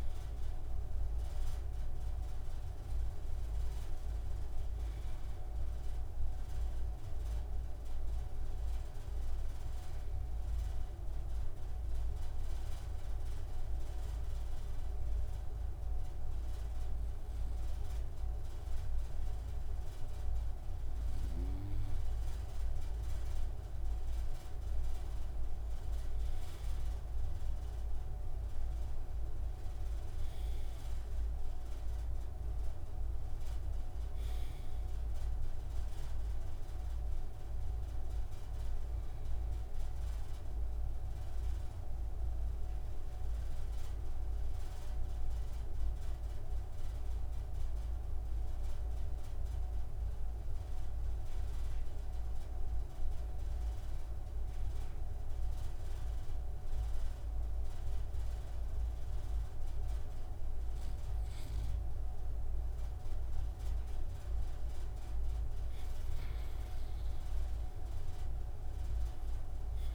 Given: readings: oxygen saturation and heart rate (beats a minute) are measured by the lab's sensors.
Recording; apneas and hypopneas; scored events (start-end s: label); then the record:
breathing in sleep, hard to hear, by a room microphone; 2
0.00-1.00 s: arousal
9.50-23.50 s: obstructive apnea (oxygen 99% before, 91% lowest)
25.00-29.00 s: arousal
28.50-46.50 s: oxygen desaturation (device-marked, oxygen 98% before, 94% lowest)
40.50-61.00 s: obstructive apnea (oxygen 98% before, 91% lowest)
64.50-69.50 s: arousal
66.50-69.95 s: oxygen desaturation (device-marked, oxygen 97% before, 91% lowest)
From the record:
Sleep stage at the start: N2 (light sleep); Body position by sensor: on the right side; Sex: male